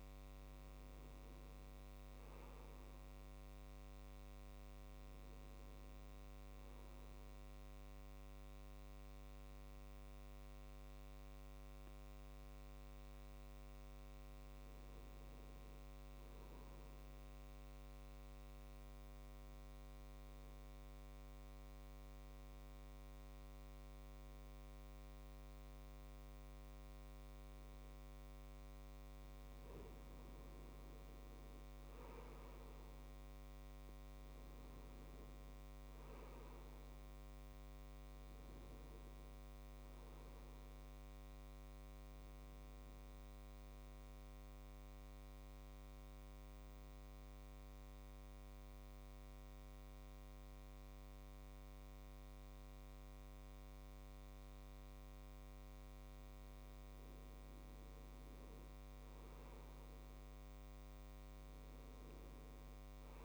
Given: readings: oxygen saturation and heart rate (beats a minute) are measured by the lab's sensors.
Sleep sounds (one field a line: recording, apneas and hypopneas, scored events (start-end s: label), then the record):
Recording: breathing in sleep, hard to hear, by a microphone on the trachea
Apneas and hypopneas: 2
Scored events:
0.00-1.00 s: arousal
7.00-22.00 s: oxygen desaturation (device-marked, oxygen 96% before, 93% lowest, heart rate 68 before, 66 extreme)
18.00-30.00 s: obstructive apnea (oxygen 96% before, 91% lowest, heart rate 69 before, 65 extreme, up 5 after)
31.50-34.00 s: arousal
36.00-58.00 s: oxygen desaturation (device-marked, oxygen 97% before, 91% lowest, heart rate 71 before, 65 extreme)
43.00-55.50 s: obstructive apnea (oxygen 97% before, 91% lowest, heart rate 70 before, 65 extreme, up 6 after)
60.00-63.00 s: arousal
From the record:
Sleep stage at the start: N2 (light sleep)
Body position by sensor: on the right side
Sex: male